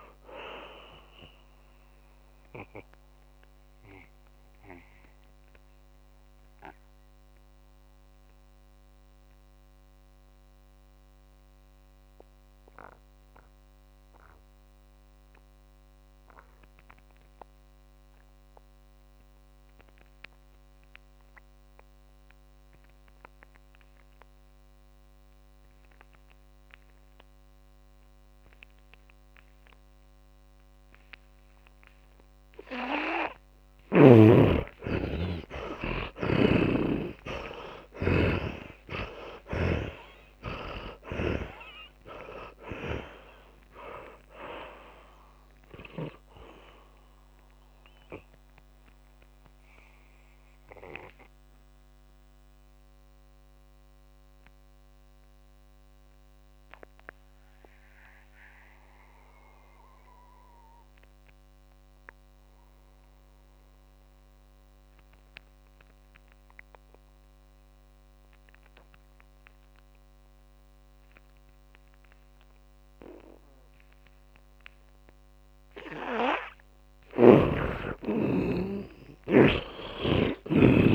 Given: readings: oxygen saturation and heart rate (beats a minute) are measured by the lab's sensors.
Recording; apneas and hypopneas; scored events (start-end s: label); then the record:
breathing in sleep by a microphone on the trachea; 2
0.00-24.00 s: oxygen desaturation (device-marked, oxygen 75% lowest)
4.00-32.50 s: mixed apnea (oxygen 100% before, 75% lowest)
32.00-64.00 s: oxygen desaturation (device-marked, oxygen 100% before, 78% lowest)
35.00-39.00 s: arousal
36.50-40.00 s: snoring (device-marked)
48.50-76.00 s: mixed apnea (oxygen 100% before, 78% lowest)
74.00-80.95 s: oxygen desaturation (device-marked, oxygen 100% before, 78% lowest)
78.50-80.95 s: arousal
From the record:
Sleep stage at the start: N2 (light sleep); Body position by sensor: on the back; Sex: male